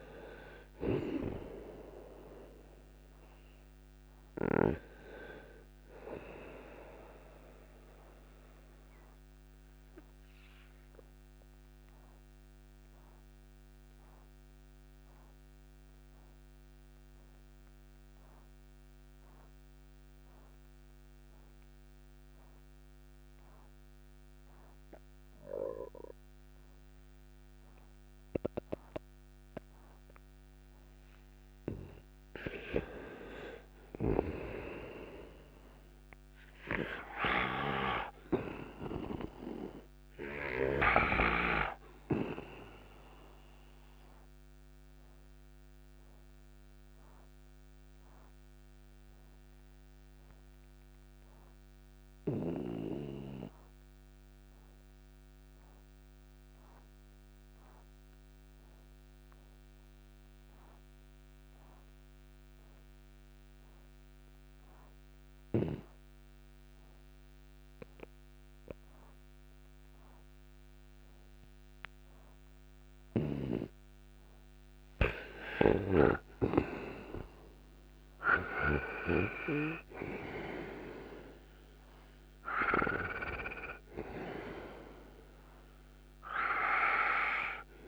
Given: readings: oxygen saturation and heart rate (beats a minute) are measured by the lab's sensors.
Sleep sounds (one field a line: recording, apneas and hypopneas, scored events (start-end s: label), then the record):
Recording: breathing in sleep by a microphone on the trachea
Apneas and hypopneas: 2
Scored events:
0.00-3.50 s: arousal
0.00-4.00 s: oxygen desaturation (device-marked, oxygen 98% before, 87% lowest, heart rate 59 before, 57 extreme)
8.50-30.50 s: obstructive apnea (oxygen 99% before, 88% lowest, heart rate 70 before, 57 extreme, up 25 after)
32.50-36.50 s: arousal
37.00-41.00 s: snoring (device-marked)
37.00-62.00 s: oxygen desaturation (device-marked, oxygen 98% before, 90% lowest, heart rate 65 before, 56 extreme)
45.50-73.50 s: obstructive apnea (oxygen 98% before, 85% lowest, heart rate 67 before, 56 extreme, up 24 after)
75.00-78.50 s: arousal
75.50-79.00 s: snoring (device-marked)
76.00-87.88 s: oxygen desaturation (device-marked, oxygen 97% before, 85% lowest, heart rate 64 before, 57 extreme)
From the record:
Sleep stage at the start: N2 (light sleep)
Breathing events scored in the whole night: 304 in 4.4 hours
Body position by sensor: on the right side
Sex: male